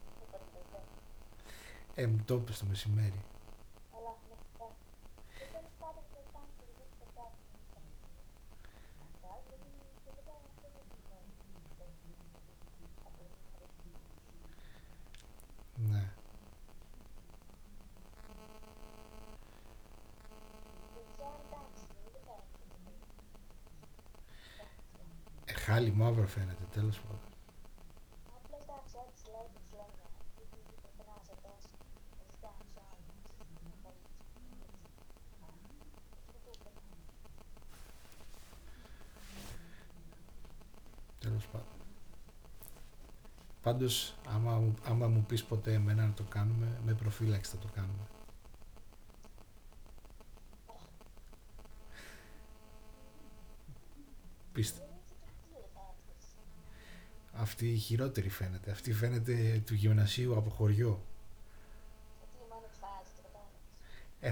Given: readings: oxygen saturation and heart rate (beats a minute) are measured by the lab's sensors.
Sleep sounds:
a person awake in a sleep study, by a room microphone; none
none scored
From the record:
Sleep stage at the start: awake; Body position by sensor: on the back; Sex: male

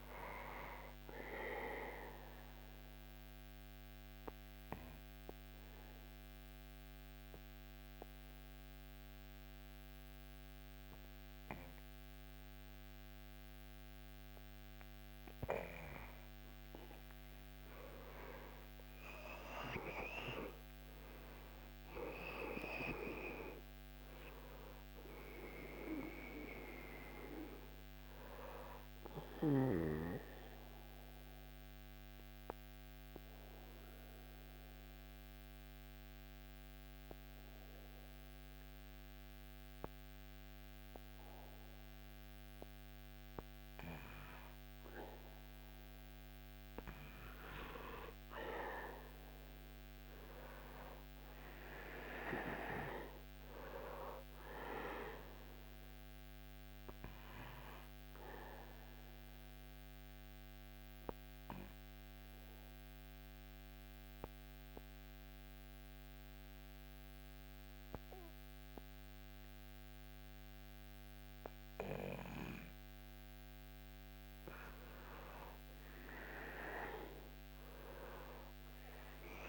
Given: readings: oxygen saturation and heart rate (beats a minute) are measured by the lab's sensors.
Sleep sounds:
breathing in sleep by a microphone on the trachea; 3
1.50-16.00 s: obstructive apnea (oxygen 98% before, 95% lowest, heart rate 77 before, 75 extreme, up 7 after)
18.50-21.50 s: arousal
21.00-39.00 s: oxygen desaturation (device-marked, oxygen 98% before, 95% lowest, heart rate 78 before, 75 extreme)
29.00-43.00 s: obstructive apnea (oxygen 98% before, 94% lowest, heart rate 80 before, 74 extreme, up 3 after)
45.50-49.50 s: arousal
49.00-66.00 s: oxygen desaturation (device-marked, oxygen 99% before, 95% lowest, heart rate 77 before, 73 extreme)
54.50-72.50 s: obstructive apnea (oxygen 99% before, 94% lowest, heart rate 77 before, 71 extreme, up 7 after)
74.50-78.50 s: arousal
From the record:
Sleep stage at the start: N2 (light sleep); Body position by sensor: on the back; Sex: male

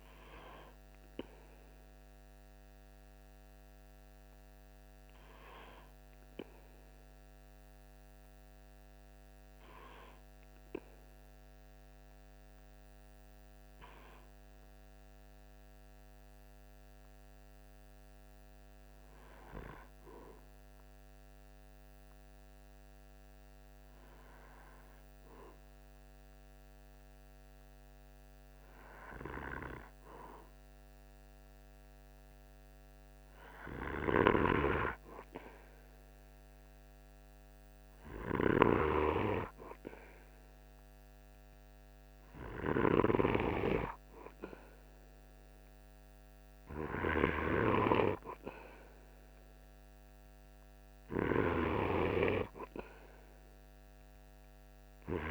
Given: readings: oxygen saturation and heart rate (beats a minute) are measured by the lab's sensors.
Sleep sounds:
breathing in sleep by a microphone on the trachea; 1
11.00-15.00 s: arousal
18.50-33.00 s: hypopnea (oxygen 97% before, 95% lowest, heart rate 47 before, 45 extreme, up 2 after)
35.50-39.00 s: arousal
From the record:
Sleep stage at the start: N2 (light sleep); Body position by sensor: on the right side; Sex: male

